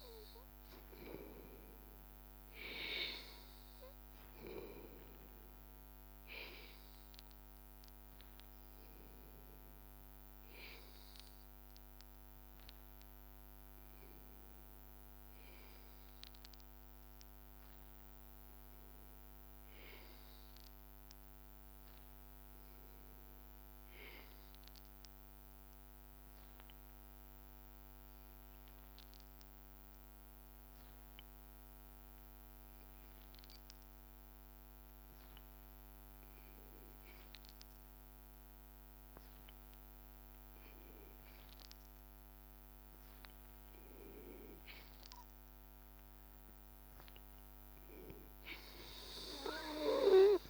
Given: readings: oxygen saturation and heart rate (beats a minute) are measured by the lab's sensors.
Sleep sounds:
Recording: breathing in sleep by a microphone on the trachea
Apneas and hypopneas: 1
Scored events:
0.00-8.00 s: oxygen desaturation (device-marked, oxygen 91% lowest, heart rate 83 extreme)
8.00-45.50 s: hypopnea (oxygen 97% before, 91% lowest, heart rate 84 before, 82 extreme, up 1 after)
35.00-50.50 s: oxygen desaturation (device-marked, oxygen 98% before, 92% lowest, heart rate 84 before, 75 extreme)
48.00-50.50 s: arousal
From the record:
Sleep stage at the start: N2 (light sleep)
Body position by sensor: on the back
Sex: male

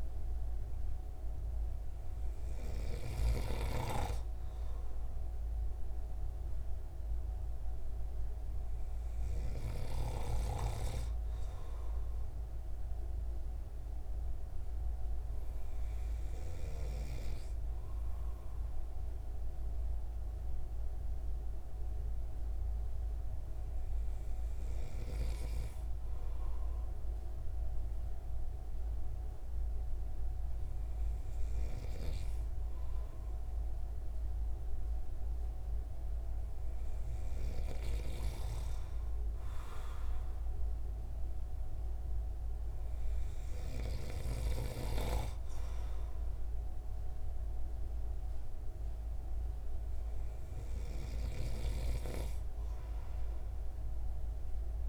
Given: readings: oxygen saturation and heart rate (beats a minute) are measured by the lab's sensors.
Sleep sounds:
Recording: breathing in sleep by a room microphone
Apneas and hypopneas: none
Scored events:
none scored
From the record:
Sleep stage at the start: N2 (light sleep)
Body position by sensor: on the right side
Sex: male

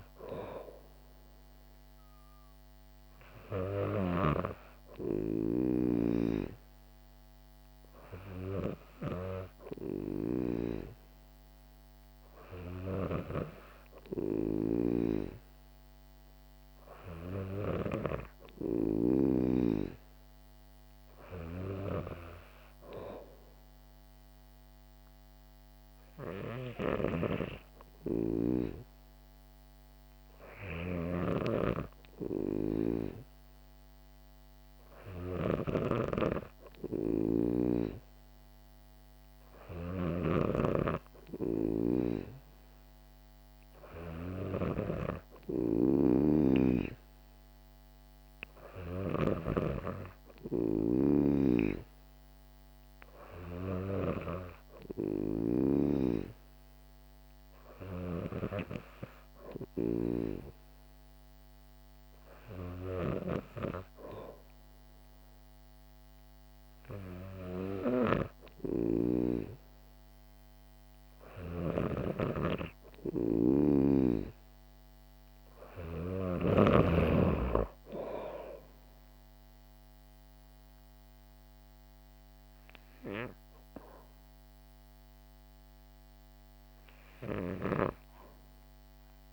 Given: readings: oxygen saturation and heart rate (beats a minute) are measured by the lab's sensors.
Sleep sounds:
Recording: breathing in sleep by a microphone on the trachea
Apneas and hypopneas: none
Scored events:
27.00-40.50 s: snoring (device-marked)
63.00-69.50 s: snoring (device-marked)
71.50-76.50 s: snoring (device-marked)
From the record:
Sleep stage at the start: N3 (deep sleep)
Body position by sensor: on the back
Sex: female

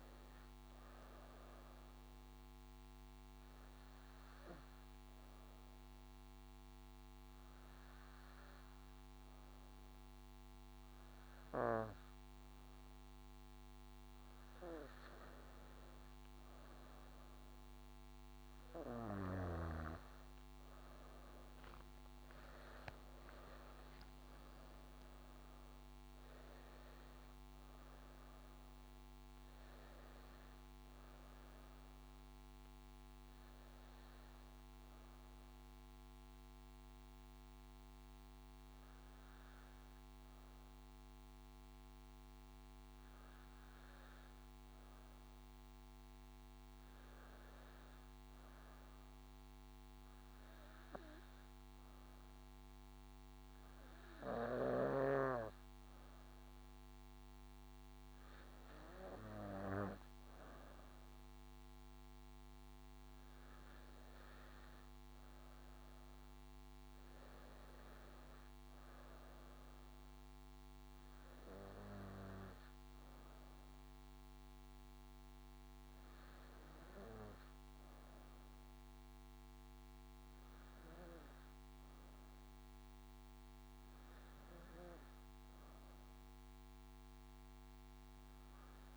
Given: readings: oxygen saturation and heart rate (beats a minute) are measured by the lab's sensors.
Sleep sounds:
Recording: breathing in sleep by a microphone on the trachea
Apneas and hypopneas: 2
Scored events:
1.50-88.97 s: new sleep stage, N2 (light sleep)
4.00-15.50 s: hypopnea (oxygen 97% before, 94% lowest, heart rate 69 before, 62 extreme, up 8 after)
20.00-24.50 s: arousal
21.00-25.50 s: leg movement (device-marked)
35.00-47.50 s: hypopnea (oxygen 97% before, 94% lowest, heart rate 74 before, 64 extreme, up 1 after)
51.00-54.50 s: arousal
From the record:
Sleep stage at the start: N1 (lightest sleep)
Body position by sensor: on the back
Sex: female

